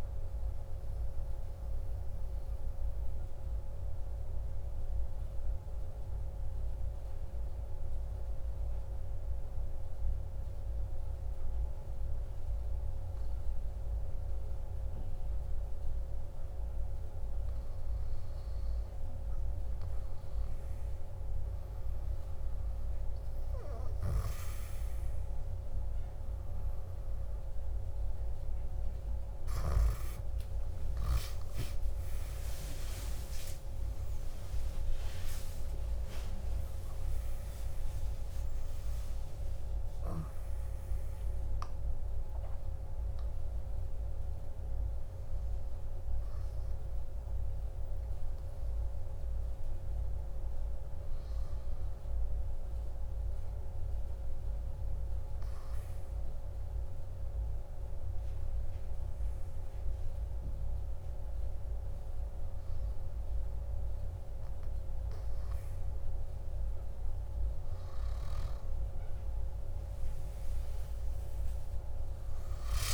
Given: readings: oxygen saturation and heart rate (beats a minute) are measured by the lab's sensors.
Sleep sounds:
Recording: a person awake in a sleep study, hard to hear, by a room microphone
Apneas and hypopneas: 1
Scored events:
1.50-18.00 s: mixed apnea (oxygen 99% before, 96% lowest, heart rate 54 before, 52 extreme, up 7 after)
24.50-72.93 s: new sleep stage, awake
From the record:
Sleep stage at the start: N2 (light sleep)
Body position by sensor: on the back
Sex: male

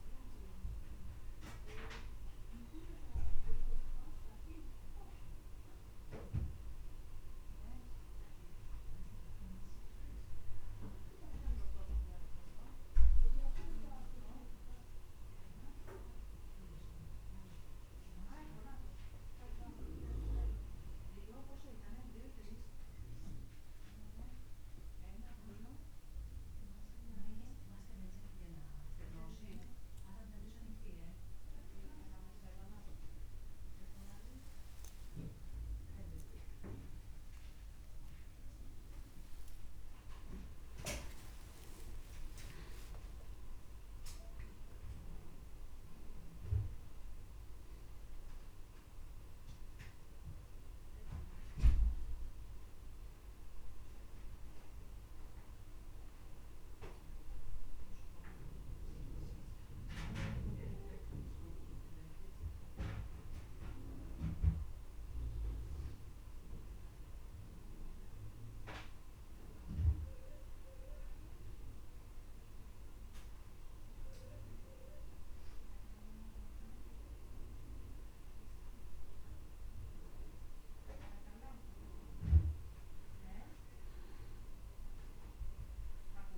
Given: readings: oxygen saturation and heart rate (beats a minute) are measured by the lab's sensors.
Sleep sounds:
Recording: breathing in sleep by a room microphone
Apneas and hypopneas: none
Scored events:
0.00-14.00 s: oxygen desaturation (device-marked, oxygen 94% lowest)
9.00-69.00 s: new sleep stage, N1 (lightest sleep)
39.50-44.00 s: arousal
69.00-86.38 s: new sleep stage, N2 (light sleep)
From the record:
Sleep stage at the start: N2 (light sleep)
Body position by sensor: on the back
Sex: male

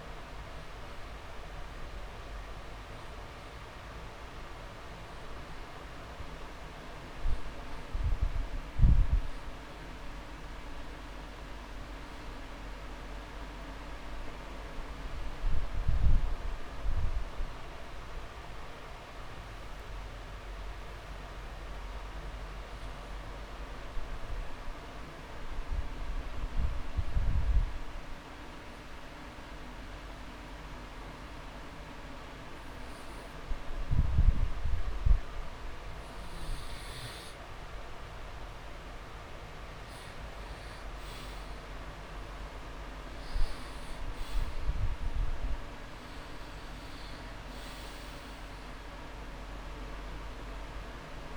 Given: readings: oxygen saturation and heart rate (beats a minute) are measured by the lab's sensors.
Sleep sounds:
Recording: breathing in sleep, hard to hear, by a room microphone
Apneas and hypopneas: 1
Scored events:
0.00-15.00 s: oxygen desaturation (device-marked, oxygen 91% lowest)
3.00-5.00 s: long interval between heartbeats (device-marked)
12.00-14.00 s: long interval between heartbeats (device-marked)
16.50-19.50 s: arousal
22.00-24.00 s: long interval between heartbeats (device-marked)
23.00-38.00 s: obstructive apnea (oxygen 100% before, 91% lowest)
31.50-33.50 s: long interval between heartbeats (device-marked)
37.00-45.00 s: drop in pulse transit time (device-marked)
40.50-43.50 s: arousal
41.50-43.50 s: long interval between heartbeats (device-marked)
43.00-51.37 s: oxygen desaturation (device-marked, oxygen 98% before, 91% lowest)
From the record:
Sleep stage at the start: N2 (light sleep)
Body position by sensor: on the back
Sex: male

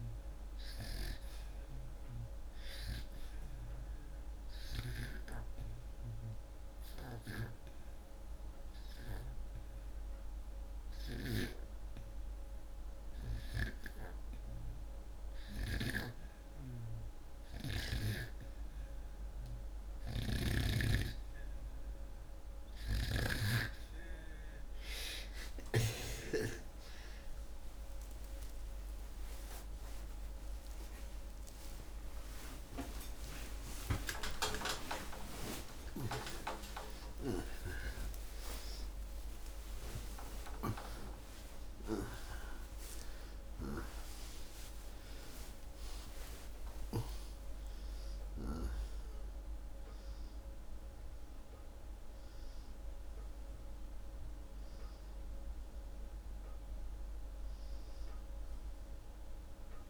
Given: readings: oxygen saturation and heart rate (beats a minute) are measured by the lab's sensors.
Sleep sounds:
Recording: a person awake in a sleep study, by a room microphone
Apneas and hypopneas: 1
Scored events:
4.50-16.00 s: obstructive apnea (oxygen 94% before, 87% lowest, heart rate 84 before, 45 extreme)
15.00-45.00 s: new sleep stage, awake
40.00-57.00 s: oxygen desaturation (device-marked, oxygen 94% before, 87% lowest)
45.00-59.90 s: new sleep stage, N1 (lightest sleep)
From the record:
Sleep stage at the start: REM sleep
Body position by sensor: upright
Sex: male

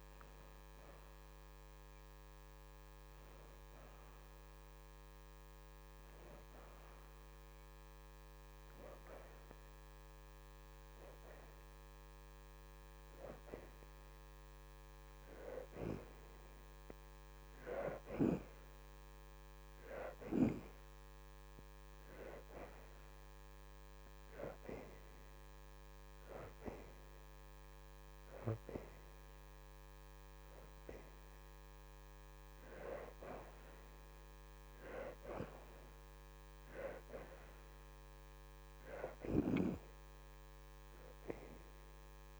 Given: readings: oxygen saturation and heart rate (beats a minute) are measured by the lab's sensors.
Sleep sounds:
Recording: breathing in sleep by a microphone on the trachea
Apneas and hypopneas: none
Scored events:
0.00-13.00 s: oxygen desaturation (device-marked, oxygen 64% lowest, heart rate 80 extreme)
25.00-39.00 s: oxygen desaturation (device-marked, oxygen 77% before, 66% lowest, heart rate 83 before, 81 extreme)
41.00-42.40 s: oxygen desaturation (device-marked, oxygen 71% before, 64% lowest, heart rate 84 before, 81 extreme)
From the record:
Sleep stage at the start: N2 (light sleep)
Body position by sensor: on the back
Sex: female

